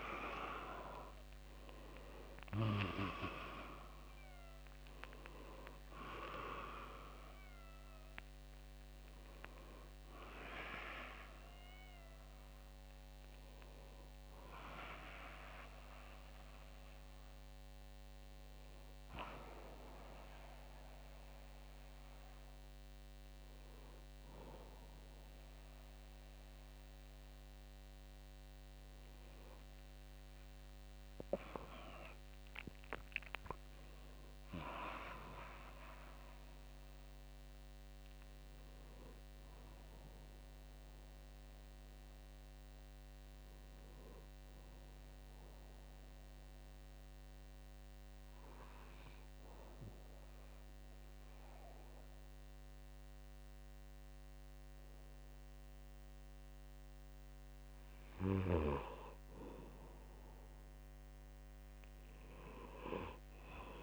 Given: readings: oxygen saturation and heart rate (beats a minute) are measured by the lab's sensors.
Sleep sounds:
breathing in sleep by a microphone on the trachea; 1
0.00-7.50 s: oxygen desaturation (device-marked, oxygen 85% lowest, heart rate 61 extreme)
33.50-38.00 s: arousal
46.00-58.00 s: obstructive apnea (oxygen 100% before, 96% lowest, heart rate 69 before, 63 extreme, up 2 after)
60.50-63.83 s: arousal
From the record:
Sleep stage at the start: N2 (light sleep); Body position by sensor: on the right side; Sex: male

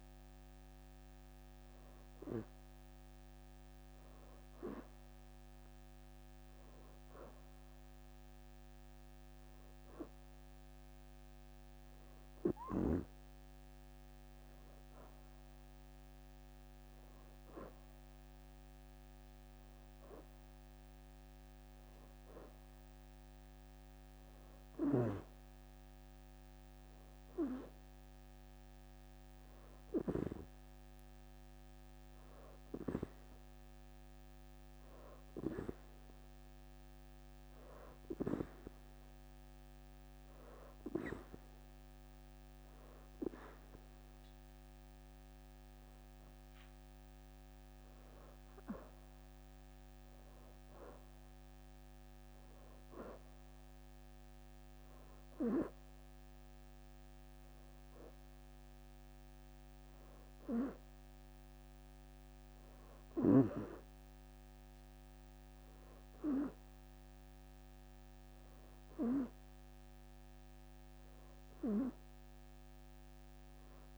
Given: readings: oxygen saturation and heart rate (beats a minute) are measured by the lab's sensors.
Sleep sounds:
breathing in sleep by a microphone on the trachea; none
0.00-13.00 s: oxygen desaturation (device-marked, oxygen 86% lowest, heart rate 82 extreme)
2.50-7.50 s: leg movement (device-marked)
16.50-20.50 s: arousal
20.00-21.50 s: leg movement (device-marked)
45.50-48.50 s: leg movement (device-marked)
46.00-51.00 s: arousal
59.00-61.00 s: leg movement (device-marked)
68.50-71.50 s: leg movement (device-marked)
From the record:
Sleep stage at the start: N2 (light sleep); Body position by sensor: on the back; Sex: female

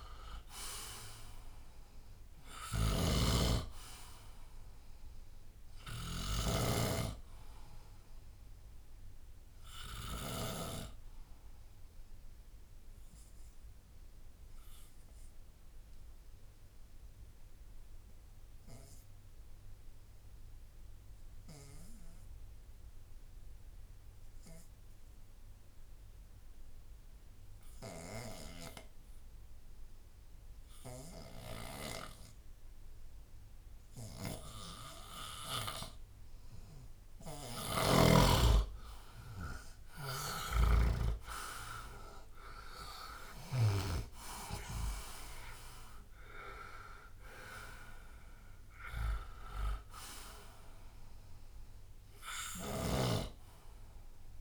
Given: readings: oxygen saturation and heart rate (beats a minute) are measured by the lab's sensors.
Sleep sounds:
breathing in sleep by a room microphone; 1
0.00-6.50 s: snoring (device-marked)
0.00-20.00 s: oxygen desaturation (device-marked, oxygen 89% lowest, heart rate 67 extreme)
12.50-34.00 s: obstructive apnea (oxygen 96% before, 89% lowest, heart rate 79 before, 70 extreme, up 13 after)
37.00-54.41 s: oxygen desaturation (device-marked, oxygen 98% before, 90% lowest, heart rate 77 before, 74 extreme)
37.50-41.00 s: snoring (device-marked)
38.50-42.00 s: arousal
52.50-54.41 s: snoring (device-marked)
From the record:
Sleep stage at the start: N2 (light sleep); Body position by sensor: on the left side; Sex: male

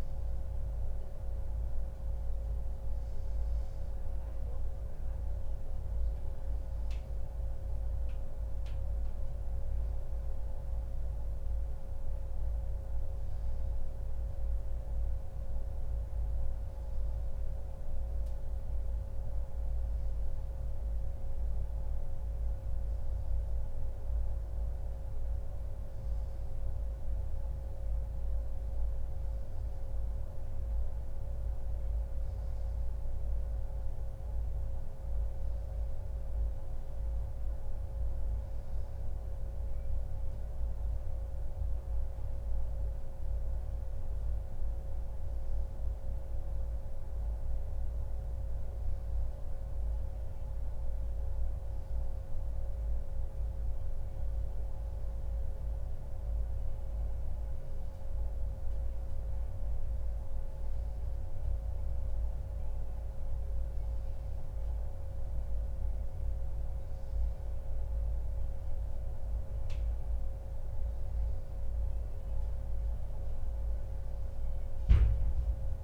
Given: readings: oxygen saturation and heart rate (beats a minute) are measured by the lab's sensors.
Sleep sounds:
breathing in sleep, hard to hear, by a room microphone; none
none scored
From the record:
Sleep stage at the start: N1 (lightest sleep); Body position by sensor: on the back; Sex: male

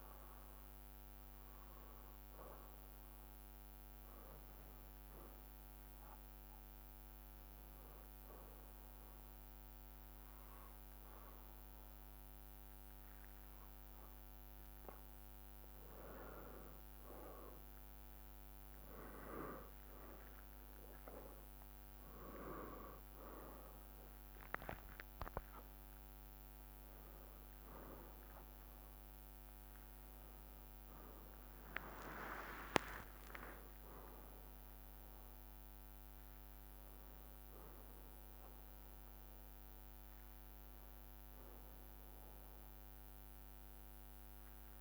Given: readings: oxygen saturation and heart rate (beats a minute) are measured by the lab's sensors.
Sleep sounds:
breathing in sleep by a microphone on the trachea; 1
7.50-12.50 s: bradycardia (device-marked, heart rate 66 before, 58 extreme)
7.50-17.50 s: obstructive apnea (oxygen 97% before, 94% lowest, heart rate 63 before, 58 extreme, up 9 after)
20.00-23.00 s: arousal
From the record:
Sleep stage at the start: N1 (lightest sleep); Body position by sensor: on the back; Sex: male

